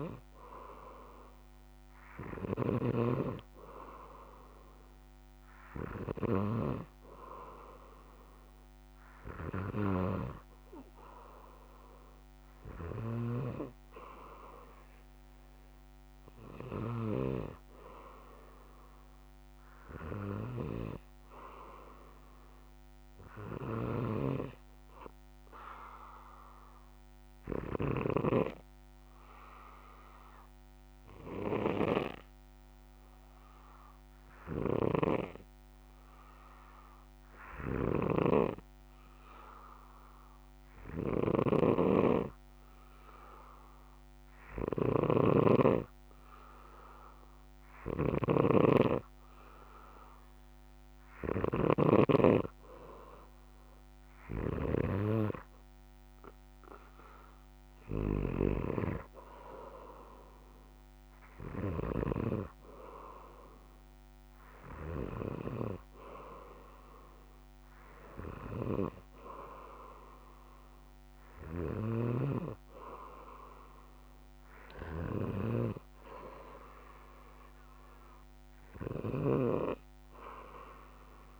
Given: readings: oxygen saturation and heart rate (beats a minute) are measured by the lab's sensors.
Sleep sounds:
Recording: breathing in sleep by a microphone on the trachea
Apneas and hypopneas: 1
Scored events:
0.00-11.50 s: oxygen desaturation (device-marked, oxygen 92% lowest, heart rate 64 extreme)
2.50-7.00 s: snoring (device-marked)
13.00-17.50 s: snoring (device-marked)
23.50-62.50 s: snoring (device-marked)
26.50-51.00 s: hypopnea (oxygen 97% before, 94% lowest, heart rate 66 before, 62 extreme, up 8 after)
53.00-56.50 s: arousal
79.00-81.39 s: snoring (device-marked)
From the record:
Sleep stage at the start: N2 (light sleep)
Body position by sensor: on the back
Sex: male

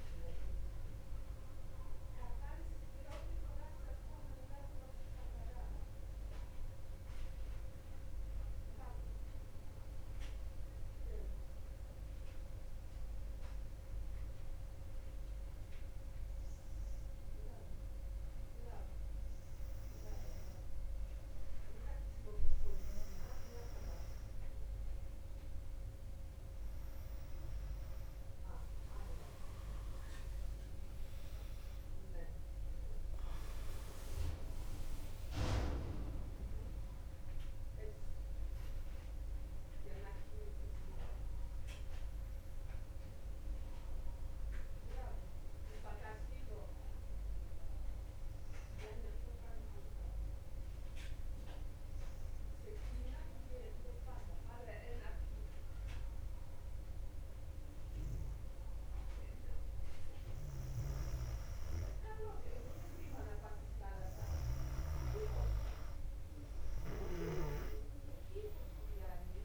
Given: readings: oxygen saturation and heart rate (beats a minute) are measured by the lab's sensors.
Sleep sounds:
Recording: breathing in sleep by a room microphone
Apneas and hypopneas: 2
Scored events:
4.50-18.00 s: hypopnea (oxygen 100% before, 94% lowest, heart rate 71 before, 59 extreme, up 0 after)
19.00-23.00 s: arousal
23.50-47.50 s: oxygen desaturation (device-marked, oxygen 99% before, 96% lowest, heart rate 61 before, 58 extreme)
49.50-59.50 s: central apnea (oxygen 99% before, 94% lowest, heart rate 64 before, 58 extreme, up 0 after)
68.00-69.44 s: arousal
From the record:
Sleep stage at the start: N2 (light sleep)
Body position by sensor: on the back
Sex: female

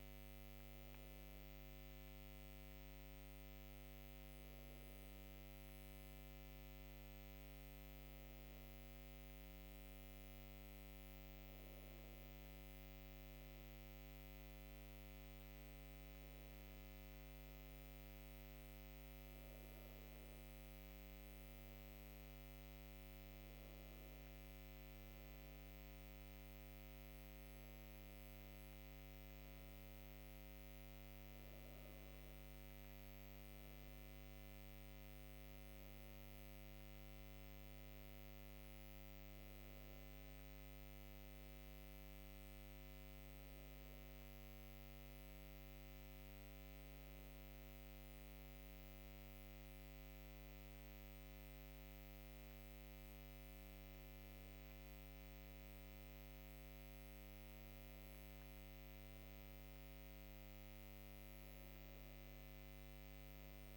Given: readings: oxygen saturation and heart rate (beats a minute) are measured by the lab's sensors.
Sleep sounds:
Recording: breathing in sleep, hard to hear, by a microphone on the trachea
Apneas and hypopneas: none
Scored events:
none scored
From the record:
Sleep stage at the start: N1 (lightest sleep)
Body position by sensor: on the right side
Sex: female

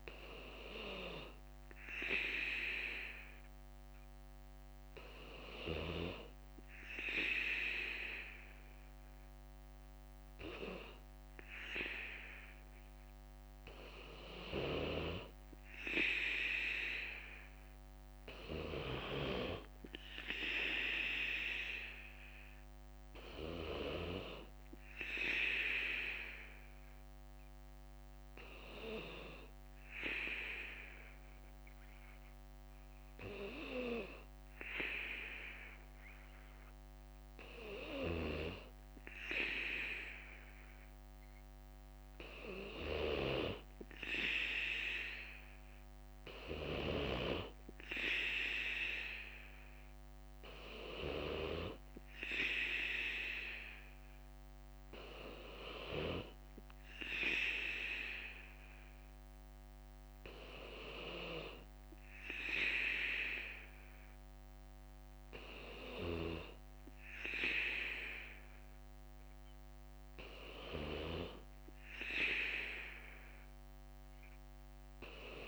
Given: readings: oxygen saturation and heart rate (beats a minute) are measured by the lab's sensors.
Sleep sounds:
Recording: breathing in sleep by a microphone on the trachea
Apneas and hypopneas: none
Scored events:
0.00-11.50 s: bradycardia (device-marked, heart rate 57 extreme)
21.50-25.50 s: bradycardia (device-marked, heart rate 61 before, 59 extreme)
32.50-42.50 s: bradycardia (device-marked, heart rate 61 before, 57 extreme)
54.50-75.48 s: bradycardia (device-marked, heart rate 61 before, 57 extreme)
From the record:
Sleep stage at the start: N2 (light sleep)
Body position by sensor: on the right side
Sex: male

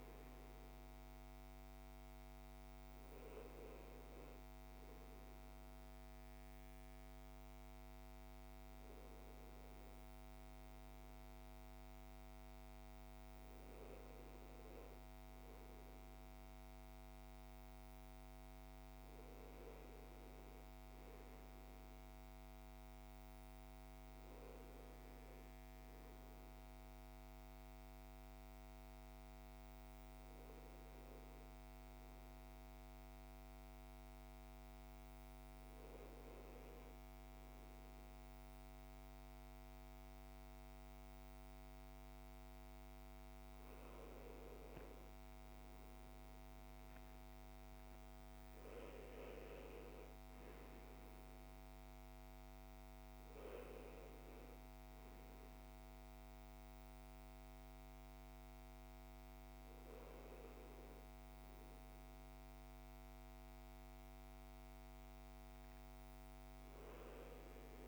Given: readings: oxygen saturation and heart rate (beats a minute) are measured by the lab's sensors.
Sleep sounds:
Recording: breathing in sleep, hard to hear, by a microphone on the trachea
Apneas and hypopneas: none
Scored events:
none scored
From the record:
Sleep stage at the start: N1 (lightest sleep)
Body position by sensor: on the back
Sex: male

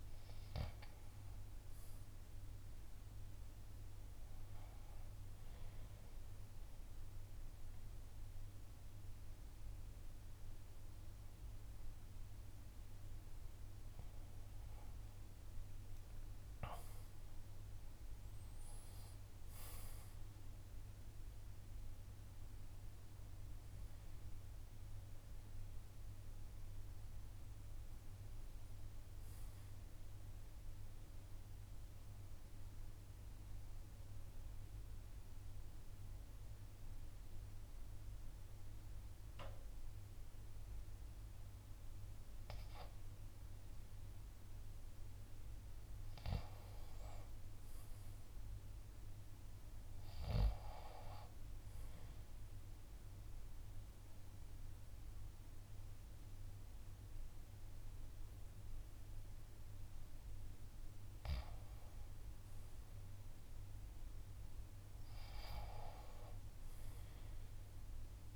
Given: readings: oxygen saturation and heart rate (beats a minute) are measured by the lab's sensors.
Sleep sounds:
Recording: breathing in sleep by a room microphone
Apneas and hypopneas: 3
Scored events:
0.00-15.00 s: oxygen desaturation (device-marked, oxygen 91% lowest)
5.00-15.00 s: obstructive apnea (oxygen 96% before, 88% lowest)
17.00-21.00 s: arousal
31.50-45.00 s: obstructive apnea (oxygen 92% before, 88% lowest)
32.00-43.00 s: oxygen desaturation (device-marked, oxygen 93% before, 89% lowest)
35.00-68.36 s: new sleep stage, N2 (light sleep)
46.50-50.00 s: arousal
52.50-62.50 s: obstructive apnea (oxygen 96% before, 88% lowest)
53.00-68.00 s: oxygen desaturation (device-marked, oxygen 96% before, 88% lowest)
63.50-67.00 s: arousal
From the record:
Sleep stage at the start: N1 (lightest sleep)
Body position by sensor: on the left side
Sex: male

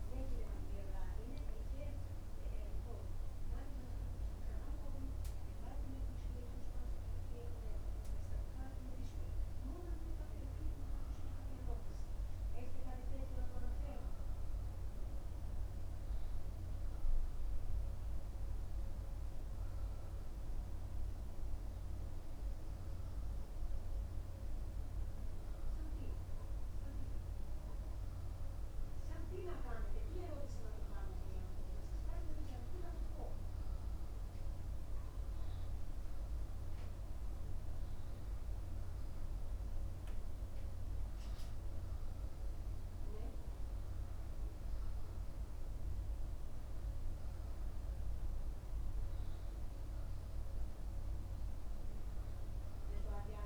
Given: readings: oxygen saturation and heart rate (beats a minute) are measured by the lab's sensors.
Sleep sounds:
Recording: breathing in sleep by a room microphone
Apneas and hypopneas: none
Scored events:
none scored
From the record:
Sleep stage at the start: N2 (light sleep)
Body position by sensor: upright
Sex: male

